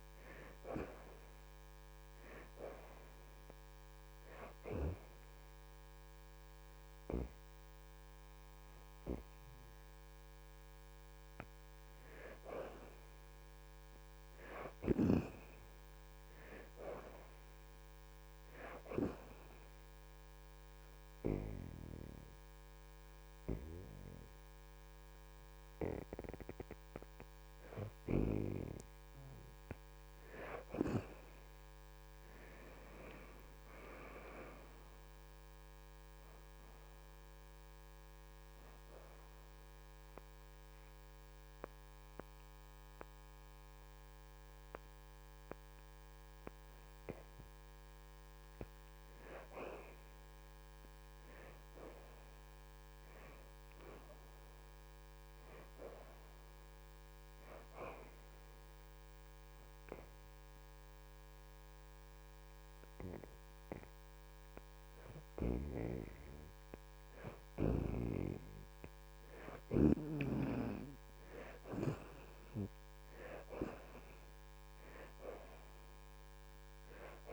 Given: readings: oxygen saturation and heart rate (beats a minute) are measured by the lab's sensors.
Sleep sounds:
breathing in sleep by a microphone on the trachea; 3
0.00-1.50 s: arousal
0.00-6.50 s: oxygen desaturation (device-marked, oxygen 62% lowest, heart rate 76 extreme)
19.50-29.50 s: obstructive apnea (oxygen 73% before, 60% lowest, heart rate 81 before, 75 extreme, up 2 after)
32.50-36.00 s: arousal
39.00-49.00 s: obstructive apnea (oxygen 77% before, 59% lowest, heart rate 82 before, 75 extreme, up 5 after)
48.50-58.50 s: oxygen desaturation (device-marked, oxygen 77% before, 60% lowest, heart rate 81 before, 76 extreme)
50.50-54.00 s: arousal
58.00-68.50 s: hypopnea (oxygen 77% before, 58% lowest, heart rate 80 before, 76 extreme, up 5 after)
65.50-74.50 s: oxygen desaturation (device-marked, oxygen 72% before, 63% lowest, heart rate 79 before, 77 extreme)
72.50-75.50 s: arousal
From the record:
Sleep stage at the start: N2 (light sleep); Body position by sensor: on the back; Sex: female

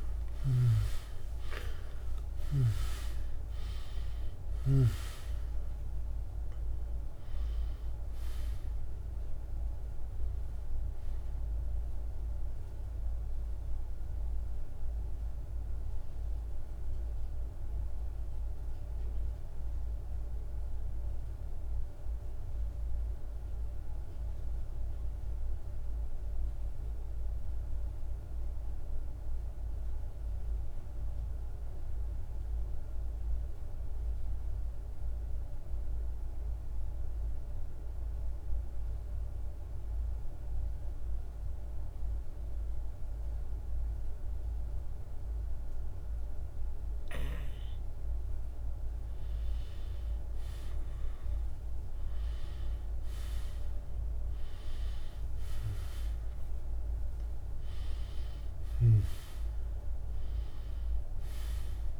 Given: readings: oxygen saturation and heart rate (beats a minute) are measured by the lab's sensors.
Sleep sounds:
breathing in sleep, hard to hear, by a room microphone; 1
0.00-4.00 s: snoring (device-marked)
0.00-24.00 s: oxygen desaturation (device-marked, oxygen 85% lowest, heart rate 47 extreme)
11.00-45.50 s: mixed apnea (oxygen 99% before, 85% lowest, heart rate 63 before, 47 extreme, up 3 after)
28.00-62.00 s: new sleep stage, N2 (light sleep)
42.00-62.00 s: oxygen desaturation (device-marked, oxygen 100% before, 86% lowest, heart rate 49 before, 48 extreme)
48.50-54.00 s: arousal
From the record:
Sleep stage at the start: N1 (lightest sleep); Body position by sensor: on the back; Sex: male

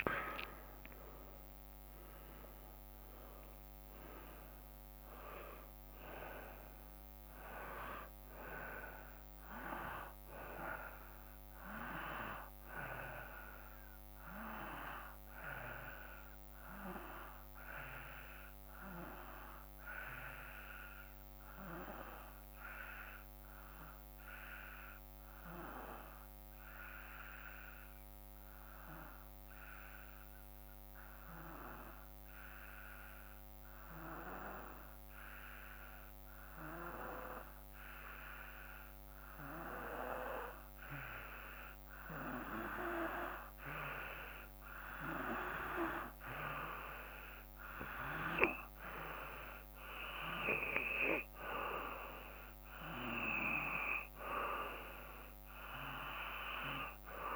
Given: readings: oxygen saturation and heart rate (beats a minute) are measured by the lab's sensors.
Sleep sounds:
breathing in sleep by a microphone on the trachea; 1
0.00-1.00 s: arousal
0.00-22.00 s: oxygen desaturation (device-marked, oxygen 85% lowest, heart rate 52 extreme)
20.00-43.50 s: hypopnea (oxygen 93% before, 90% lowest, heart rate 58 before, 53 extreme, up 2 after)
41.00-57.36 s: oxygen desaturation (device-marked, oxygen 97% before, 90% lowest, heart rate 54 before, 54 extreme)
46.50-49.50 s: arousal
From the record:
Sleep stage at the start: N2 (light sleep); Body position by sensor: on the back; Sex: male

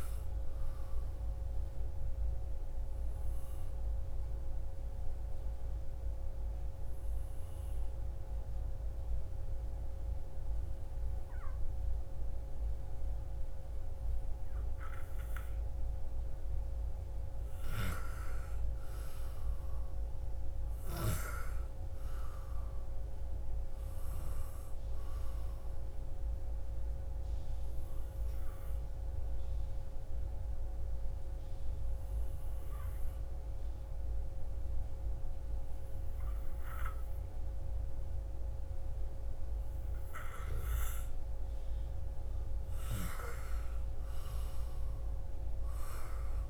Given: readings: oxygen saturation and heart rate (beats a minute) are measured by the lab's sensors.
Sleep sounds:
breathing in sleep by a room microphone; 2
1.50-12.50 s: oxygen desaturation (device-marked, oxygen 97% before, 92% lowest, heart rate 48 before, 45 extreme)
3.00-16.50 s: obstructive apnea (oxygen 97% before, 90% lowest, heart rate 50 before, 45 extreme, up 27 after)
18.00-22.50 s: arousal
21.50-37.50 s: oxygen desaturation (device-marked, oxygen 97% before, 90% lowest, heart rate 56 before, 54 extreme)
27.50-41.00 s: obstructive apnea (oxygen 97% before, 90% lowest, heart rate 57 before, 54 extreme, up 34 after)
43.00-46.50 s: arousal
From the record:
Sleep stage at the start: REM sleep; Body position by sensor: on the back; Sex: female

